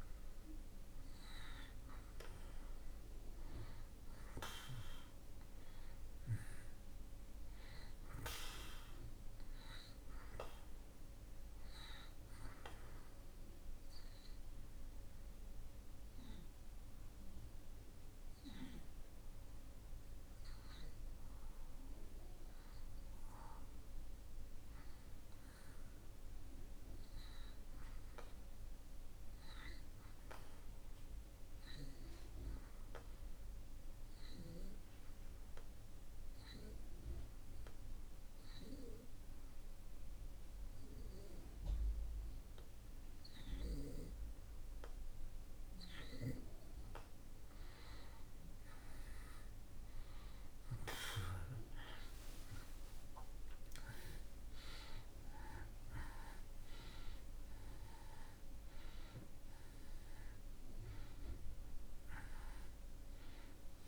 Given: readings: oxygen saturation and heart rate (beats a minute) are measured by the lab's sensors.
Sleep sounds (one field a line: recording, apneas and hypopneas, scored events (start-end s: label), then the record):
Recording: breathing in sleep by a room microphone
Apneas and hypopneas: 2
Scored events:
0.00-1.00 s: arousal
10.00-33.00 s: oxygen desaturation (device-marked, oxygen 95% before, 88% lowest)
12.50-23.00 s: obstructive apnea (oxygen 95% before, 83% lowest)
24.00-29.00 s: arousal
33.50-45.00 s: obstructive apnea (oxygen 95% before, 83% lowest)
48.00-52.00 s: arousal
49.00-63.88 s: oxygen desaturation (device-marked, oxygen 94% before, 83% lowest)
From the record:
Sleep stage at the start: N2 (light sleep)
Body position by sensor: on the back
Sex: male